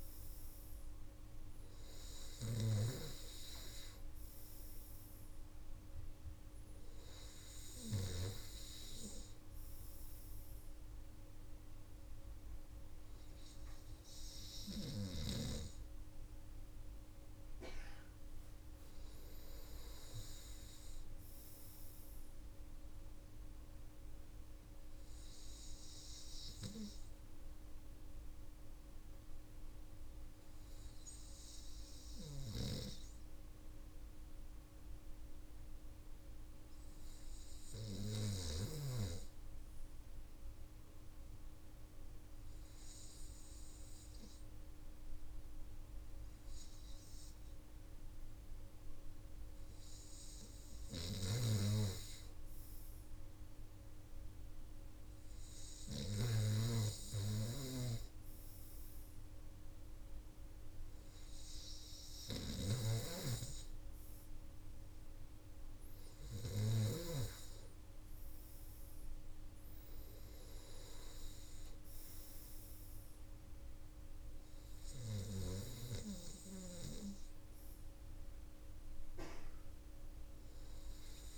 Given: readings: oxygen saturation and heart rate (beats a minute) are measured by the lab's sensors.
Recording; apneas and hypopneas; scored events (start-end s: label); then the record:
breathing in sleep by a room microphone; 1
22.50-36.50 s: obstructive apnea (oxygen 98% before, 96% lowest, heart rate 62 before, 57 extreme, up 4 after)
39.50-43.00 s: arousal
From the record:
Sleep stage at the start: REM sleep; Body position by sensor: on the front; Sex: male